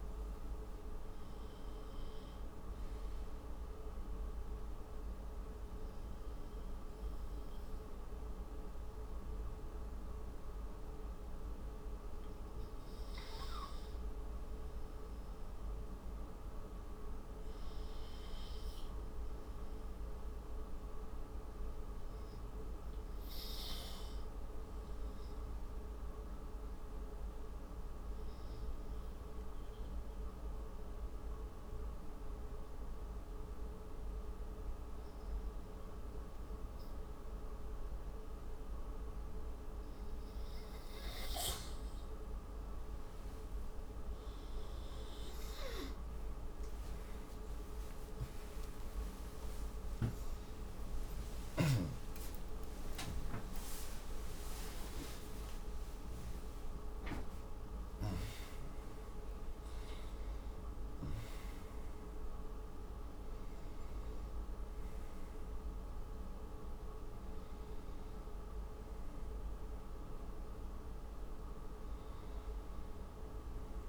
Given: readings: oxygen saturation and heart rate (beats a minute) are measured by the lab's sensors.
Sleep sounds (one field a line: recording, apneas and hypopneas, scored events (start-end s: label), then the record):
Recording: a person partly awake in a sleep study, hard to hear, by a room microphone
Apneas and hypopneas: 2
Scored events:
3.00-13.50 s: obstructive apnea (oxygen 96% before, 93% lowest)
15.50-19.50 s: arousal
23.00-31.00 s: oxygen desaturation (device-marked, oxygen 99% before, 95% lowest)
26.50-39.50 s: obstructive apnea (oxygen 99% before, 94% lowest)
41.00-71.00 s: new sleep stage, awake
49.00-55.00 s: tachycardia (device-marked)
71.00-73.89 s: new sleep stage, N2 (light sleep)
From the record:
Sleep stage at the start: N2 (light sleep)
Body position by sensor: on the right side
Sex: male